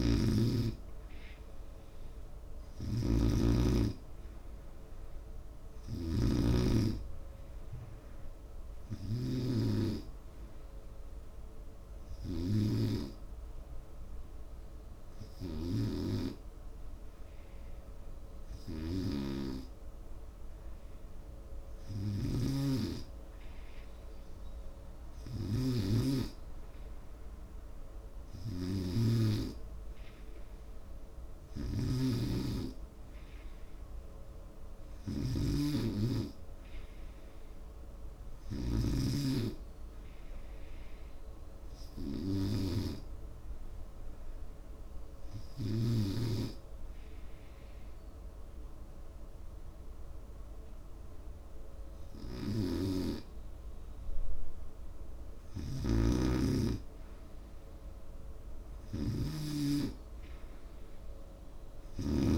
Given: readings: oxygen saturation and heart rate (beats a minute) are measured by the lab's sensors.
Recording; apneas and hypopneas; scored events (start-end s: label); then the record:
breathing in sleep by a room microphone; 2
11.50-24.00 s: hypopnea (oxygen 92% before, 89% lowest, heart rate 74 before, 69 extreme, up 2 after)
26.00-30.00 s: arousal
44.00-56.00 s: hypopnea (oxygen 92% before, 87% lowest, heart rate 71 before, 69 extreme, up 1 after)
60.00-62.38 s: arousal
From the record:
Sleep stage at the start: N2 (light sleep); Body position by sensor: on the right side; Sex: male